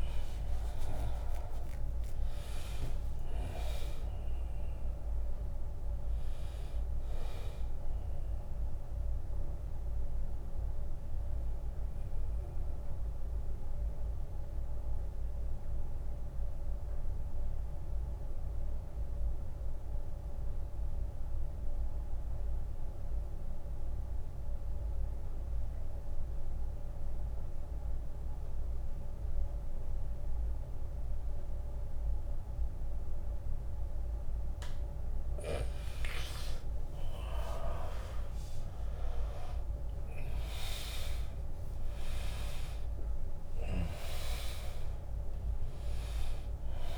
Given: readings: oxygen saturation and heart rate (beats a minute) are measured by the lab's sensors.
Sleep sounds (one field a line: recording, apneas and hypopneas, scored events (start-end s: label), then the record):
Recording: breathing in sleep by a room microphone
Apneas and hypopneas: 1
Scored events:
0.00-7.50 s: drop in pulse transit time (device-marked, heart rate 79 extreme)
0.00-18.50 s: oxygen desaturation (device-marked, oxygen 85% lowest, heart rate 72 extreme)
12.50-34.50 s: mixed apnea (oxygen 100% before, 85% lowest, heart rate 86 before, 72 extreme, up 18 after)
35.50-46.98 s: drop in pulse transit time (device-marked, heart rate 76 before, 78 extreme)
36.50-46.98 s: oxygen desaturation (device-marked, oxygen 100% before, 87% lowest, heart rate 77 before, 72 extreme)
37.00-41.50 s: arousal
From the record:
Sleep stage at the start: N2 (light sleep)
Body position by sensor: on the back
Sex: male